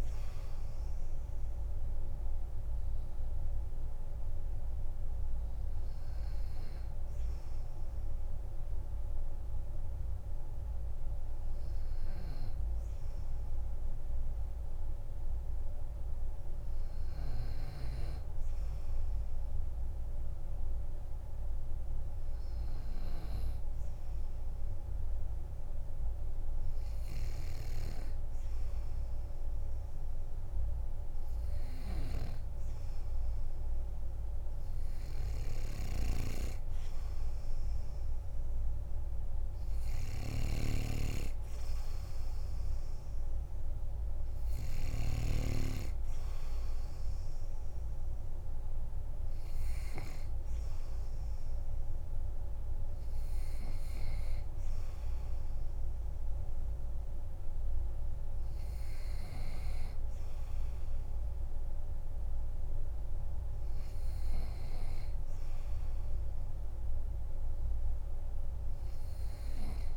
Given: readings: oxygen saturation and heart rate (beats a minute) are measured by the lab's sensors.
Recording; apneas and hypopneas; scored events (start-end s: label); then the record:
breathing in sleep by a room microphone; 1
11.00-30.50 s: hypopnea (oxygen 96% before, 94% lowest, heart rate 50 before, 47 extreme, up 4 after)
32.50-36.00 s: arousal
From the record:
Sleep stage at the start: N2 (light sleep); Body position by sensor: on the back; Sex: male